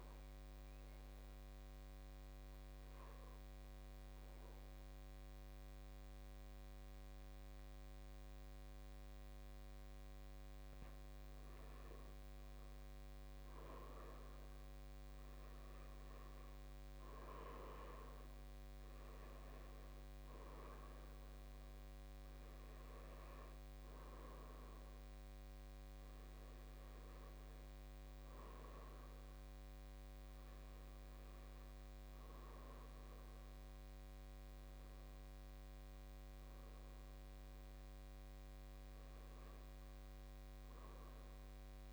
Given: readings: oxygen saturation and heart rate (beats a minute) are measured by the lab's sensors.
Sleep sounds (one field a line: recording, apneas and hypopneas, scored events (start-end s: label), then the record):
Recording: breathing in sleep, hard to hear, by a microphone on the trachea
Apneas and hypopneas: 1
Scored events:
0.50-11.50 s: obstructive apnea (oxygen 99% before, 92% lowest, heart rate 56 before, 52 extreme, up 11 after)
14.00-18.00 s: arousal
17.00-41.93 s: oxygen desaturation (device-marked, oxygen 97% before, 92% lowest, heart rate 54 before, 49 extreme)
From the record:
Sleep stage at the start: N1 (lightest sleep)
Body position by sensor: on the back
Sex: male